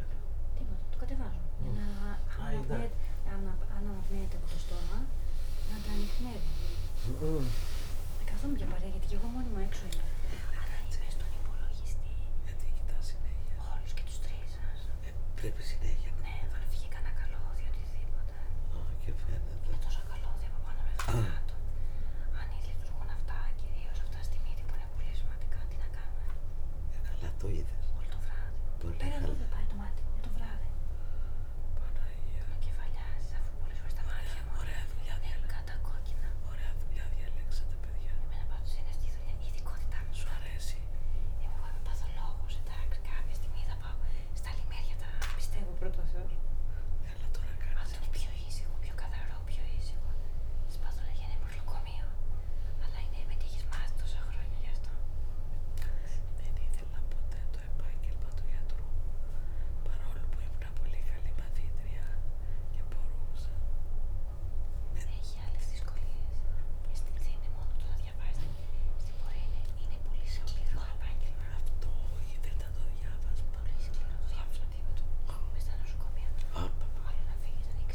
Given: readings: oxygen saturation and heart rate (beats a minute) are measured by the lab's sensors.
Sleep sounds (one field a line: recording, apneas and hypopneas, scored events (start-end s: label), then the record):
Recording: a person awake in a sleep study, by a room microphone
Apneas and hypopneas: none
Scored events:
0.50-6.50 s: tachycardia (device-marked, heart rate 86 before, 103 extreme)
4.50-6.50 s: long interval between heartbeats (device-marked, heart rate 94 before, 102 extreme)
From the record:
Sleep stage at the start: awake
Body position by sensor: on the back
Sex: female